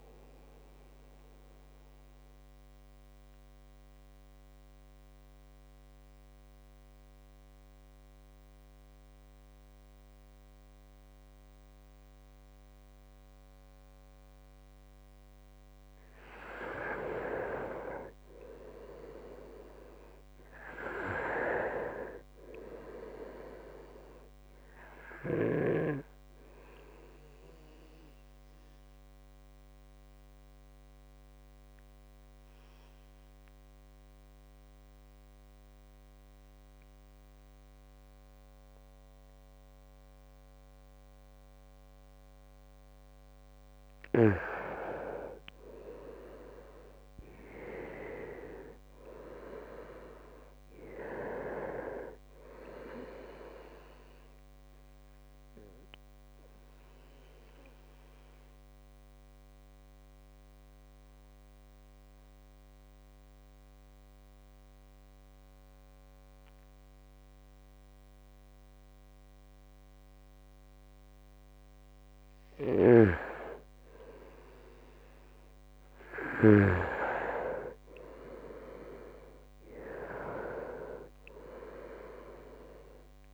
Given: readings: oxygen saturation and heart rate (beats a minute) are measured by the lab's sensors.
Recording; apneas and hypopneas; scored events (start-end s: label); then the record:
breathing in sleep by a microphone on the trachea; 3
0.00-16.00 s: oxygen desaturation (device-marked, oxygen 89% lowest, heart rate 63 extreme)
1.00-15.50 s: mixed apnea (oxygen 97% before, 89% lowest, heart rate 70 before, 63 extreme, up 7 after)
17.00-21.50 s: arousal
23.00-40.00 s: oxygen desaturation (device-marked, oxygen 99% before, 89% lowest, heart rate 66 before, 63 extreme)
29.00-44.00 s: obstructive apnea (oxygen 99% before, 89% lowest, heart rate 68 before, 63 extreme, up 6 after)
45.50-50.00 s: arousal
48.00-69.00 s: oxygen desaturation (device-marked, oxygen 98% before, 90% lowest, heart rate 66 before, 63 extreme)
58.00-71.50 s: obstructive apnea (oxygen 98% before, 88% lowest, heart rate 69 before, 66 extreme, up 6 after)
75.50-81.00 s: arousal
81.00-83.34 s: oxygen desaturation (device-marked, oxygen 98% before, 90% lowest, heart rate 68 before, 64 extreme)
From the record:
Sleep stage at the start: N2 (light sleep); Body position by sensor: on the right side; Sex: male